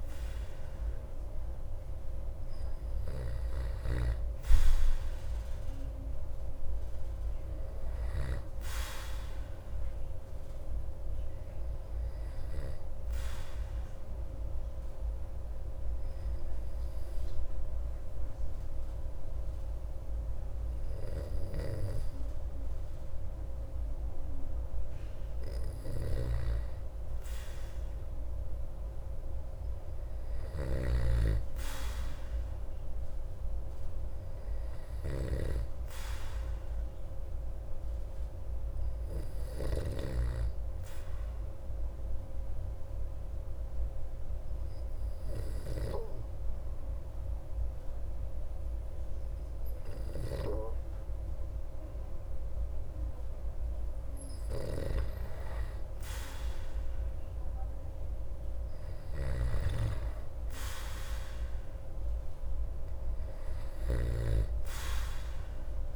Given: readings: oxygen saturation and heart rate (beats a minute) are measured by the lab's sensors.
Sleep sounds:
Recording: breathing in sleep by a room microphone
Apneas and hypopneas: 2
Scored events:
11.50-24.50 s: obstructive apnea (oxygen 96% before, 92% lowest)
29.50-33.50 s: arousal
30.50-40.00 s: snoring (device-marked)
40.00-54.50 s: obstructive apnea (oxygen 96% before, 92% lowest)
58.00-62.00 s: arousal
59.00-64.00 s: snoring (device-marked)
From the record:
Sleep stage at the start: N2 (light sleep)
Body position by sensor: on the back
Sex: male

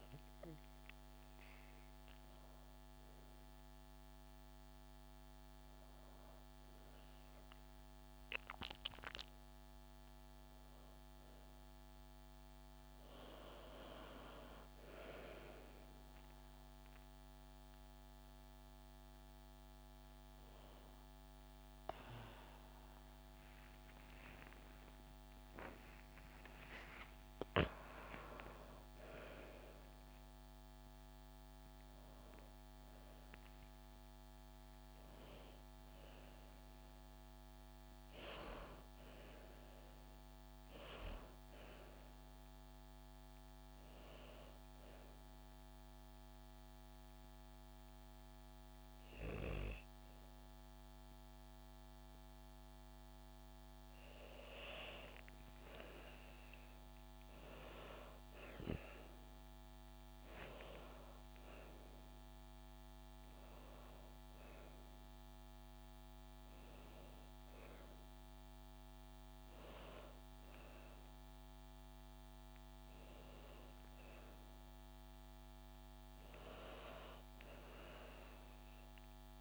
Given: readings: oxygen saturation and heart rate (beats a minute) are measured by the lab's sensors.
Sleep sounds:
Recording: breathing in sleep by a microphone on the trachea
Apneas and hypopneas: 1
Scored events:
23.00-28.00 s: arousal
44.50-54.50 s: hypopnea (oxygen 97% before, 95% lowest, heart rate 81 before, 62 extreme, up 26 after)
56.50-61.00 s: arousal
From the record:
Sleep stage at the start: N2 (light sleep)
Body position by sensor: on the back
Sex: female

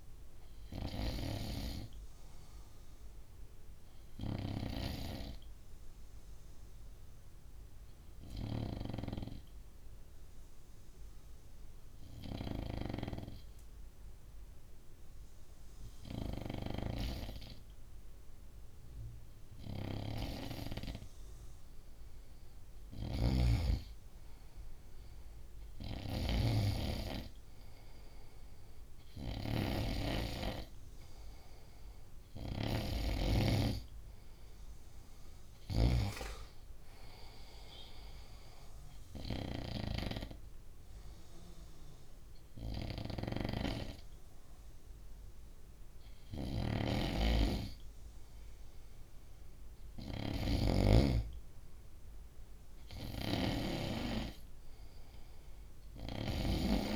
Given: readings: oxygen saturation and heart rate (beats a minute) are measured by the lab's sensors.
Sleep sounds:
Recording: breathing in sleep by a room microphone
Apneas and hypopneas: 1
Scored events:
4.50-20.50 s: obstructive apnea (oxygen 97% before, 94% lowest, heart rate 68 before, 62 extreme, up 3 after)
12.00-35.50 s: snoring (device-marked)
24.50-28.50 s: arousal
42.50-50.50 s: snoring (device-marked)
52.50-56.96 s: snoring (device-marked)
From the record:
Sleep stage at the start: N2 (light sleep)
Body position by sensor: on the front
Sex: male

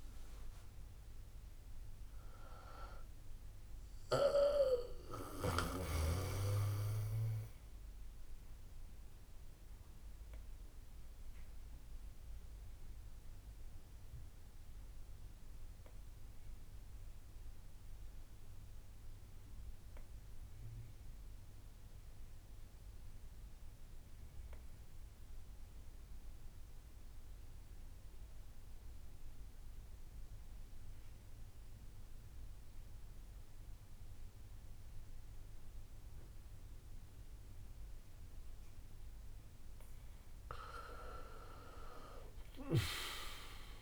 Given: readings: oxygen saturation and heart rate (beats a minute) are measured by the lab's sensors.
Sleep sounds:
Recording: breathing in sleep by a room microphone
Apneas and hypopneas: 1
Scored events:
0.00-9.00 s: drop in pulse transit time (device-marked, heart rate 57 extreme)
0.00-20.00 s: oxygen desaturation (device-marked, oxygen 90% lowest, heart rate 53 extreme)
4.00-19.00 s: bradycardia (device-marked, heart rate 68 before, 53 extreme)
9.00-38.50 s: obstructive apnea (oxygen 99% before, 87% lowest, heart rate 64 before, 54 extreme, up 9 after)
34.00-36.00 s: bradycardia (device-marked, heart rate 68 before, 60 extreme)
36.00-43.82 s: oxygen desaturation (device-marked, oxygen 99% before, 89% lowest, heart rate 60 before, 54 extreme)
41.00-43.82 s: arousal
From the record:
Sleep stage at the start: N2 (light sleep)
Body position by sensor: on the back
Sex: male

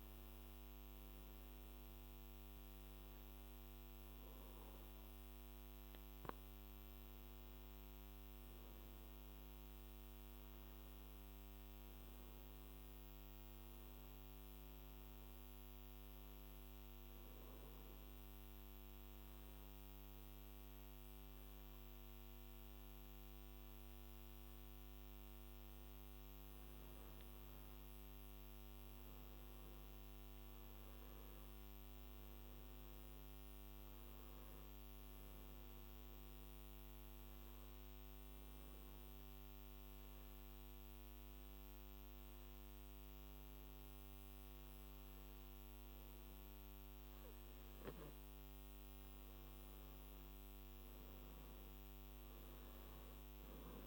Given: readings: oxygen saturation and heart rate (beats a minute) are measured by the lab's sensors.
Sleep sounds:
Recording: breathing in sleep, hard to hear, by a microphone on the trachea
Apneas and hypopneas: 2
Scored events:
7.50-11.50 s: arousal
16.50-27.50 s: obstructive apnea (oxygen 96% before, 93% lowest, heart rate 62 before, 54 extreme, up 12 after)
30.00-34.00 s: arousal
36.50-51.50 s: oxygen desaturation (device-marked, oxygen 96% before, 93% lowest, heart rate 58 before, 52 extreme)
39.00-49.00 s: obstructive apnea (oxygen 96% before, 93% lowest, heart rate 58 before, 52 extreme, up 12 after)
50.00-53.00 s: arousal
From the record:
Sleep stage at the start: N2 (light sleep)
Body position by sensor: on the back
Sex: male

